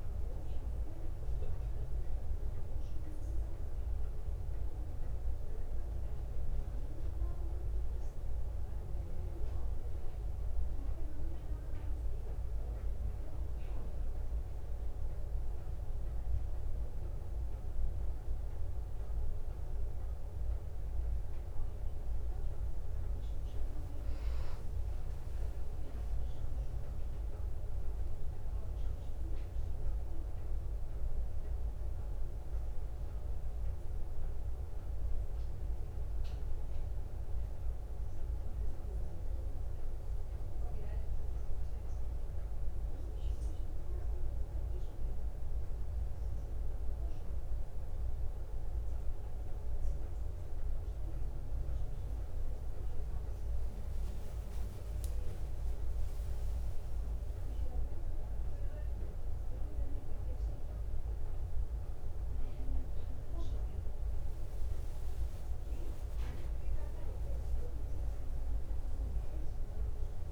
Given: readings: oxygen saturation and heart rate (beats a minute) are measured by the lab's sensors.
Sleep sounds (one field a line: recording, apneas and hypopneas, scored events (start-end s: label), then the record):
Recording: breathing in sleep, hard to hear, by a room microphone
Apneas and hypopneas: 1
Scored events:
27.50-31.00 s: arousal
33.00-44.00 s: hypopnea (oxygen 93% before, 92% lowest, heart rate 61 before, 57 extreme, up 0 after)
46.00-49.50 s: arousal
From the record:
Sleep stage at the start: N2 (light sleep)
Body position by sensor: on the back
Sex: female